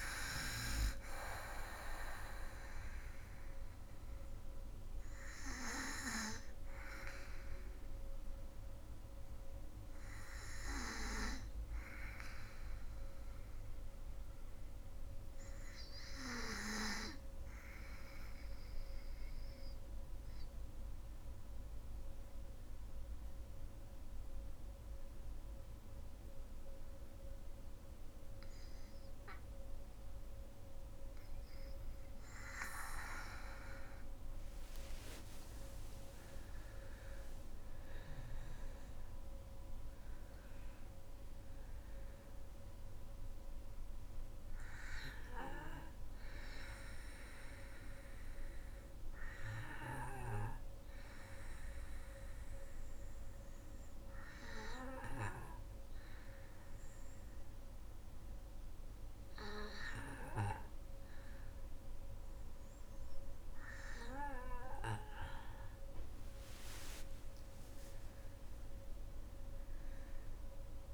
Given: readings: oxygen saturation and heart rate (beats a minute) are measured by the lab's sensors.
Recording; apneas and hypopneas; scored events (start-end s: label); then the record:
breathing in sleep by a room microphone; 2
0.00-19.50 s: oxygen desaturation (device-marked, oxygen 92% lowest, heart rate 52 extreme)
7.00-30.50 s: obstructive apnea (oxygen 98% before, 87% lowest, heart rate 63 before, 52 extreme, up 21 after)
29.50-54.50 s: oxygen desaturation (device-marked, oxygen 99% before, 87% lowest, heart rate 62 before, 60 extreme)
32.50-36.50 s: arousal
42.50-64.00 s: obstructive apnea (oxygen 99% before, 87% lowest, heart rate 62 before, 56 extreme, up 10 after)
65.50-69.00 s: arousal
From the record:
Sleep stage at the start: N2 (light sleep); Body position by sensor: on the back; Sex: female